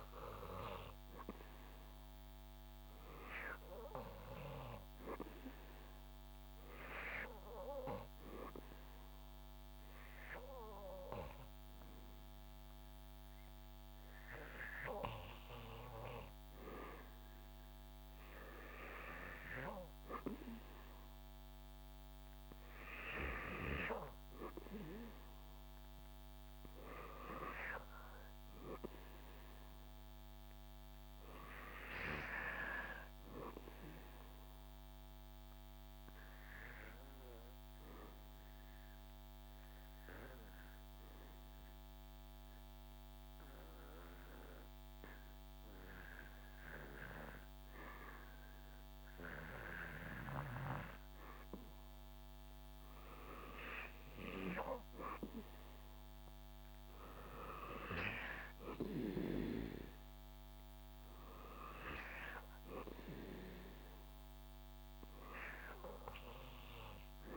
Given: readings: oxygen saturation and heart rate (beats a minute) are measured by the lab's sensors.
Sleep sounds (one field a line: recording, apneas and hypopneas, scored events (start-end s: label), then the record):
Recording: breathing in sleep by a microphone on the trachea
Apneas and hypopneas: 2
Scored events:
6.00-33.00 s: oxygen desaturation (device-marked, oxygen 97% before, 90% lowest, heart rate 71 before, 68 extreme)
9.00-21.00 s: hypopnea (oxygen 99% before, 90% lowest, heart rate 73 before, 68 extreme, up 7 after)
21.50-25.50 s: arousal
34.00-51.50 s: hypopnea (oxygen 97% before, 90% lowest, heart rate 77 before, 68 extreme, up 15 after)
55.00-58.50 s: arousal
65.00-67.36 s: oxygen desaturation (device-marked, oxygen 96% before, 90% lowest, heart rate 80 before, 69 extreme)
From the record:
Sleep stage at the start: N2 (light sleep)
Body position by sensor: on the back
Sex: male